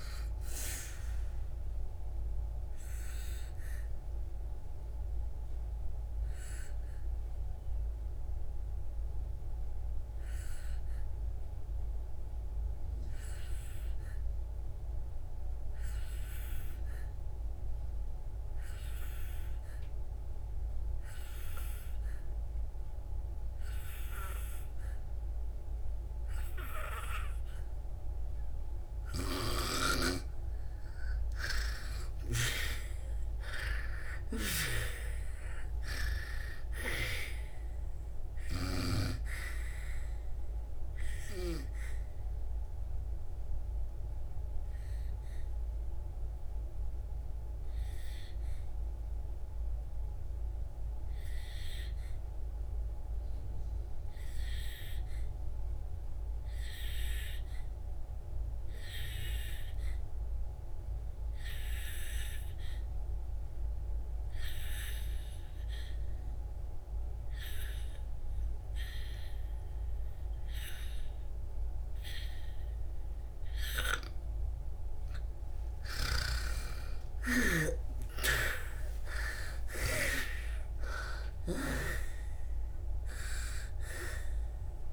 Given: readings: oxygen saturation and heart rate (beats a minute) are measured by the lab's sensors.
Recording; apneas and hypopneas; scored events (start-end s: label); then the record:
breathing in sleep by a room microphone; 2
0.00-25.50 s: oxygen desaturation (device-marked, oxygen 85% lowest, heart rate 56 extreme)
2.50-29.50 s: obstructive apnea (oxygen 97% before, 85% lowest, heart rate 66 before, 56 extreme, up 5 after)
32.00-36.50 s: arousal
35.50-64.50 s: oxygen desaturation (device-marked, oxygen 98% before, 85% lowest, heart rate 65 before, 56 extreme)
41.50-74.50 s: obstructive apnea (oxygen 98% before, 82% lowest, heart rate 67 before, 56 extreme, up 47 after)
66.50-84.93 s: oxygen desaturation (device-marked, oxygen 98% before, 82% lowest, heart rate 60 before, 56 extreme)
76.00-82.00 s: arousal
From the record:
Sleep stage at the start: N2 (light sleep); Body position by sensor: on the back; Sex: female